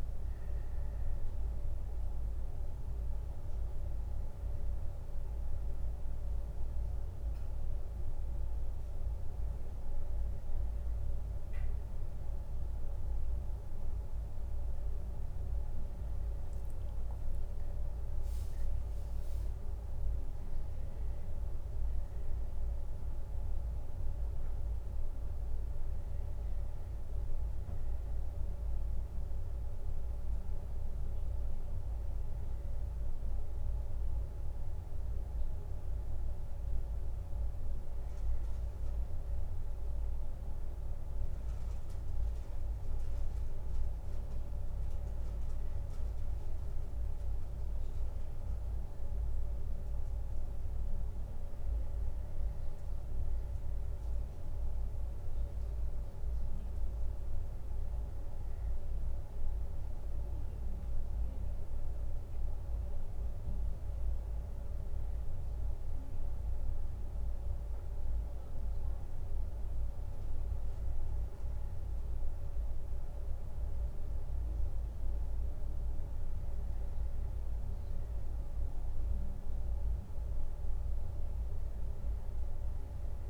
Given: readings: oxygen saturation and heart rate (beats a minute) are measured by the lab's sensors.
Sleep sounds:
a person awake in a sleep study, hard to hear, by a room microphone; none
18.00-19.50 s: leg movement (device-marked)
From the record:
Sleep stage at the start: awake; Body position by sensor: on the left side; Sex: male

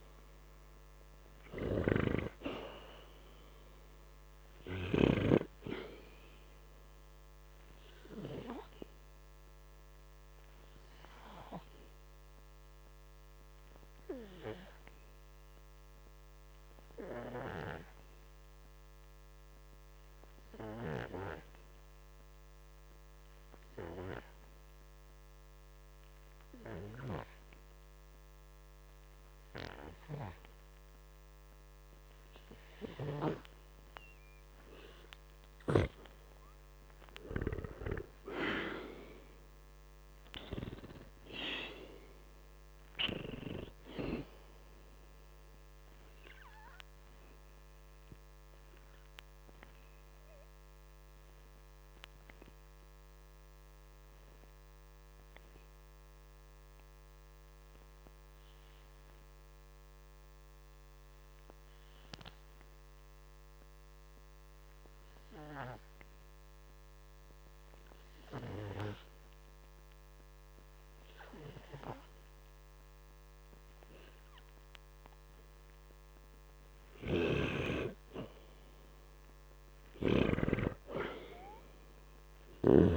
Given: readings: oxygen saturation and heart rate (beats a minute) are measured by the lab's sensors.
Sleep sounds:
breathing in sleep by a microphone on the trachea; 2
0.00-1.50 s: arousal
0.00-4.50 s: oxygen desaturation (device-marked, oxygen 89% lowest, heart rate 53 extreme)
11.00-33.50 s: hypopnea (oxygen 97% before, 90% lowest, heart rate 55 before, 53 extreme, up 3 after)
12.50-29.50 s: oxygen desaturation (device-marked, oxygen 97% before, 90% lowest, heart rate 55 before, 53 extreme)
36.00-40.50 s: arousal
49.00-75.50 s: hypopnea (oxygen 97% before, 88% lowest, heart rate 55 before, 52 extreme, up 4 after)
67.50-79.50 s: oxygen desaturation (device-marked, oxygen 95% before, 91% lowest, heart rate 57 before, 52 extreme)
79.00-82.97 s: arousal
From the record:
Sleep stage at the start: N2 (light sleep); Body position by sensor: on the back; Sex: male

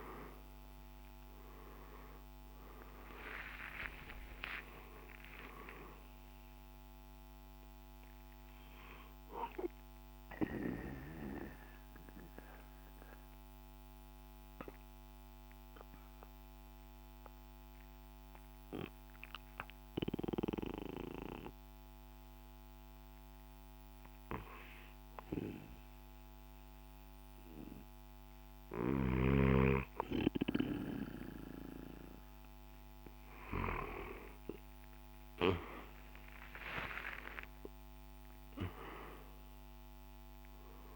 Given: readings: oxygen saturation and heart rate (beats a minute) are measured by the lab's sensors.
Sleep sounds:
breathing in sleep by a microphone on the trachea; 1
0.00-3.50 s: arousal
3.50-12.50 s: drop in pulse transit time (device-marked, heart rate 56 before, 54 extreme)
3.50-24.50 s: oxygen desaturation (device-marked, oxygen 98% before, 89% lowest, heart rate 56 before, 53 extreme)
9.50-29.00 s: obstructive apnea (oxygen 98% before, 88% lowest, heart rate 59 before, 52 extreme, up 5 after)
33.50-38.50 s: arousal
34.50-40.96 s: oxygen desaturation (device-marked, oxygen 98% before, 94% lowest, heart rate 56 before, 52 extreme)
From the record:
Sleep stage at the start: N2 (light sleep); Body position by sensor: on the right side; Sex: male

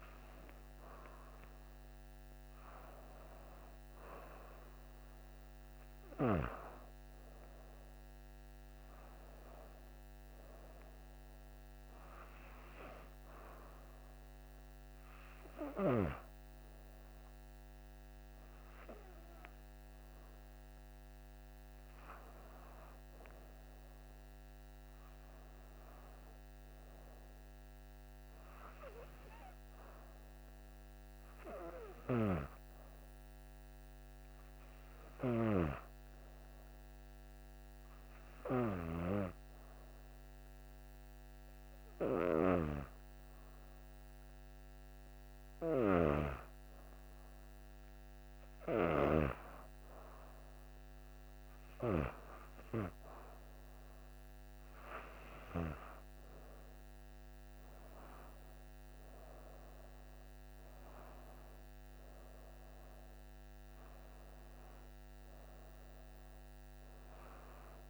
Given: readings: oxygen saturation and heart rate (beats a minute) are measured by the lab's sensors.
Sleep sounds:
breathing in sleep by a microphone on the trachea; 1
6.50-25.50 s: oxygen desaturation (device-marked, oxygen 96% before, 92% lowest, heart rate 70 before, 59 extreme)
24.00-28.00 s: arousal
31.50-48.50 s: hypopnea (oxygen 96% before, 89% lowest, heart rate 63 before, 60 extreme, up 4 after)
51.50-67.90 s: oxygen desaturation (device-marked, oxygen 94% before, 89% lowest, heart rate 62 before, 58 extreme)
55.00-58.50 s: arousal
From the record:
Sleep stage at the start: N2 (light sleep); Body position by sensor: on the back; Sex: female

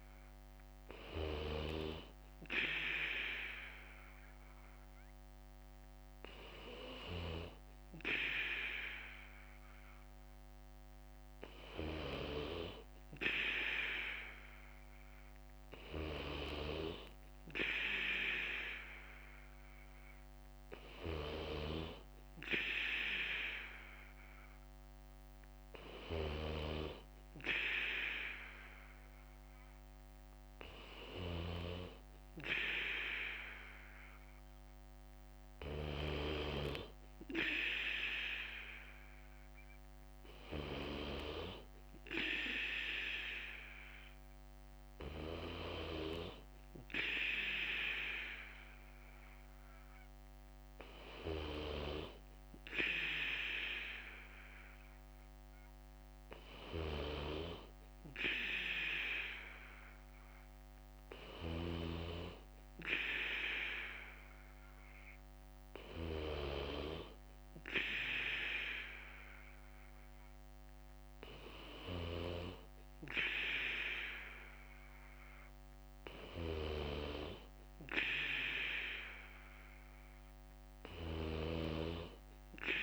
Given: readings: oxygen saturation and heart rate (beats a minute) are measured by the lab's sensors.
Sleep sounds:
breathing in sleep by a microphone on the trachea; none
1.00-13.00 s: bradycardia (device-marked, heart rate 58 before, 56 extreme)
15.00-28.00 s: bradycardia (device-marked, heart rate 58 before, 56 extreme)
34.00-82.83 s: bradycardia (device-marked, heart rate 58 before, 55 extreme)
From the record:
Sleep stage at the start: N2 (light sleep); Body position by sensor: on the back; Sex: male

